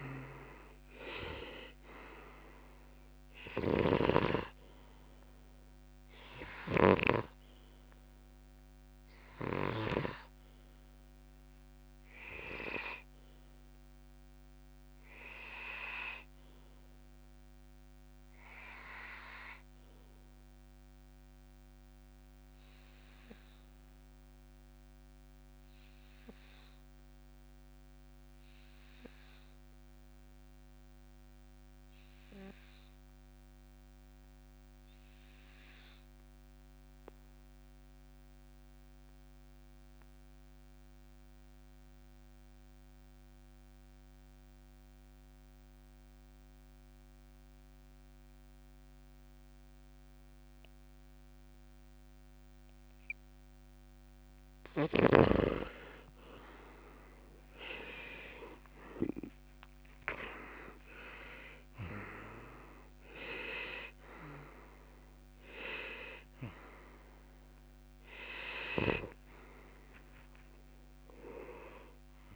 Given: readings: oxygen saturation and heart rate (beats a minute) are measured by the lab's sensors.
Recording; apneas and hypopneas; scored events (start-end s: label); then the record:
breathing in sleep by a microphone on the trachea; 1
0.00-11.00 s: oxygen desaturation (device-marked, oxygen 90% lowest, heart rate 63 extreme)
3.50-10.00 s: snoring (device-marked)
17.00-32.00 s: oxygen desaturation (device-marked, oxygen 91% before, 87% lowest, heart rate 66 before, 58 extreme)
22.00-53.50 s: obstructive apnea (oxygen 93% before, 86% lowest, heart rate 66 before, 58 extreme, up 16 after)
47.00-64.00 s: oxygen desaturation (device-marked, oxygen 97% before, 92% lowest, heart rate 62 before, 59 extreme)
57.50-62.00 s: arousal
66.00-72.36 s: oxygen desaturation (device-marked, oxygen 94% before, 86% lowest, heart rate 64 before, 58 extreme)
From the record:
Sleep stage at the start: REM sleep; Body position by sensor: on the back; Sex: male